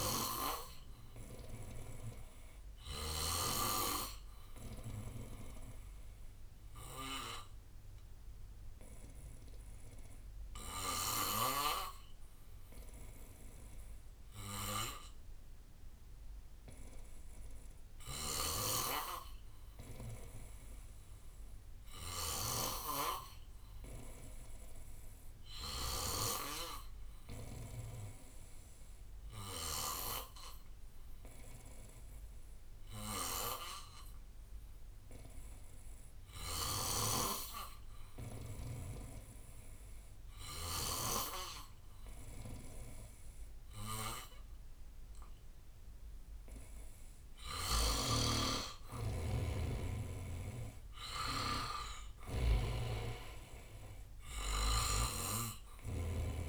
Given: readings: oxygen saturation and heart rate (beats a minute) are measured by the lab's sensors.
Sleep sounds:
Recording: breathing in sleep by a room microphone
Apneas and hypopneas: 1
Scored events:
0.00-3.00 s: snoring (device-marked)
0.00-13.50 s: oxygen desaturation (device-marked, oxygen 89% lowest, heart rate 57 extreme)
6.00-46.50 s: obstructive apnea (oxygen 98% before, 89% lowest, heart rate 62 before, 57 extreme, up 10 after)
10.50-12.50 s: bradycardia (device-marked, heart rate 64 before, 59 extreme)
14.50-21.50 s: bradycardia (device-marked, heart rate 64 before, 58 extreme)
18.00-26.00 s: snoring (device-marked)
25.50-39.50 s: oxygen desaturation (device-marked, oxygen 94% before, 90% lowest, heart rate 60 before, 59 extreme)
36.50-41.00 s: snoring (device-marked)
48.50-56.49 s: drop in pulse transit time (device-marked, heart rate 65 before, 68 extreme)
49.00-53.00 s: arousal
52.50-56.00 s: snoring (device-marked)
From the record:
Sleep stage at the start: N2 (light sleep)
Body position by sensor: on the back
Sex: male

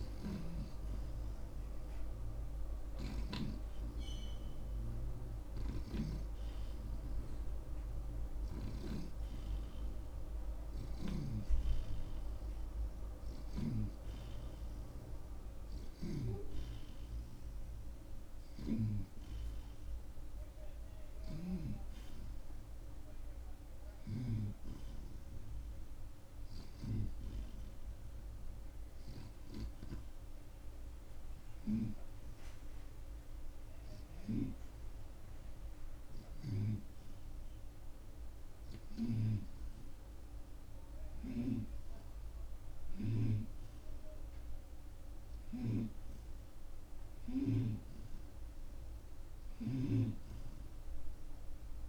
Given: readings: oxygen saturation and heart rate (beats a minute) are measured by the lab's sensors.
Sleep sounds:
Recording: breathing in sleep by a room microphone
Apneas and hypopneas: none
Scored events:
0.00-4.00 s: snoring (device-marked)
3.00-20.00 s: oxygen desaturation (device-marked, oxygen 94% before, 89% lowest)
6.00-14.00 s: snoring (device-marked)
16.00-22.00 s: snoring (device-marked)
From the record:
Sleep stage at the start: N1 (lightest sleep)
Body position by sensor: on the back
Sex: male

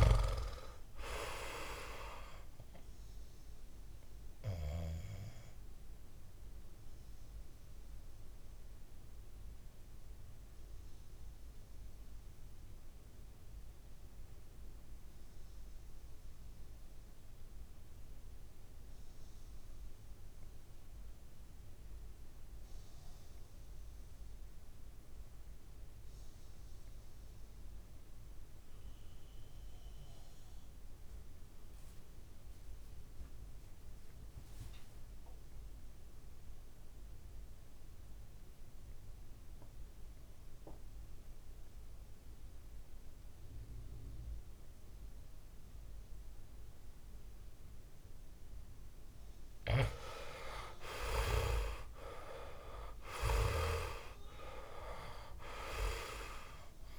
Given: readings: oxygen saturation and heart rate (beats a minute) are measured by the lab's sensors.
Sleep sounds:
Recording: breathing in sleep by a room microphone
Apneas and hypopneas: 1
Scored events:
0.00-22.00 s: oxygen desaturation (device-marked, oxygen 91% lowest, heart rate 46 extreme)
5.00-48.00 s: obstructive apnea (oxygen 99% before, 85% lowest, heart rate 61 before, 45 extreme, up 19 after)
13.00-56.99 s: new sleep stage, REM sleep
44.00-56.99 s: oxygen desaturation (device-marked, oxygen 96% before, 87% lowest, heart rate 53 before, 48 extreme)
49.50-54.50 s: arousal
From the record:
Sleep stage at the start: N2 (light sleep)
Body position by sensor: on the back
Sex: male

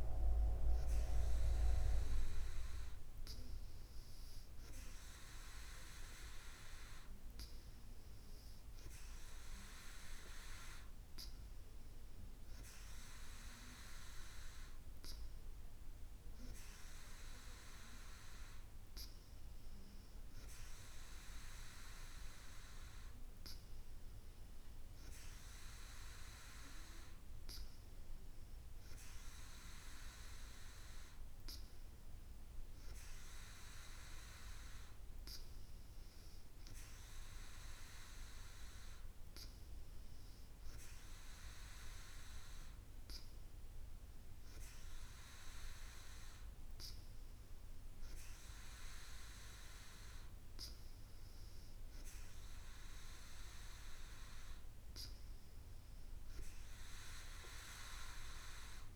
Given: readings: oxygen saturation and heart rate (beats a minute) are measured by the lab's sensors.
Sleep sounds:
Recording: breathing in sleep by a room microphone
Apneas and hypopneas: none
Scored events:
none scored
From the record:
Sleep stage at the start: N2 (light sleep)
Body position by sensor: on the back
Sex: female

